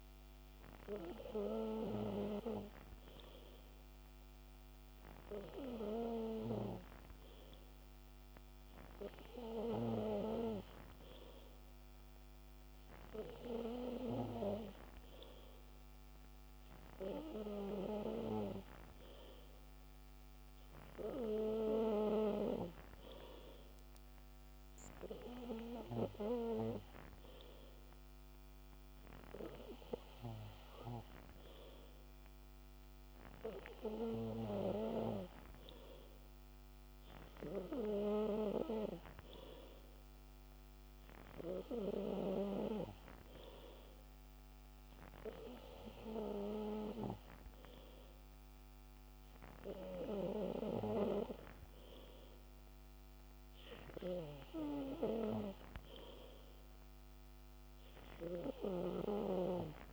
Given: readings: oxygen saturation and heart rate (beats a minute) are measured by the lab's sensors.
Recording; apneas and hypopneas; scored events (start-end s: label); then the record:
breathing in sleep by a microphone on the trachea; none
none scored
From the record:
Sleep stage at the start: N3 (deep sleep); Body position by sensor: on the back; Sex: male